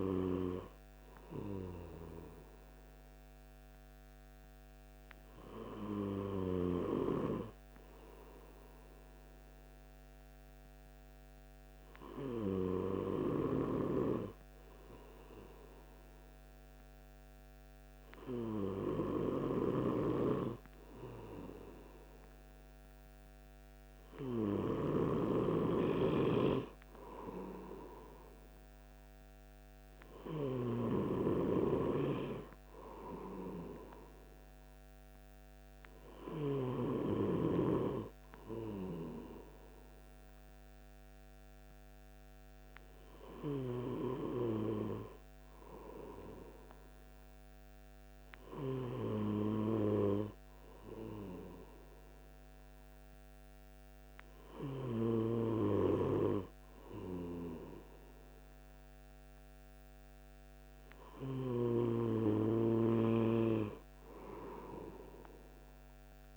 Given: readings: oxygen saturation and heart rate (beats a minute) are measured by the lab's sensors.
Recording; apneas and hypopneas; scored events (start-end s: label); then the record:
breathing in sleep by a microphone on the trachea; none
none scored
From the record:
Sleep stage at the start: N2 (light sleep); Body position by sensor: on the right side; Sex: male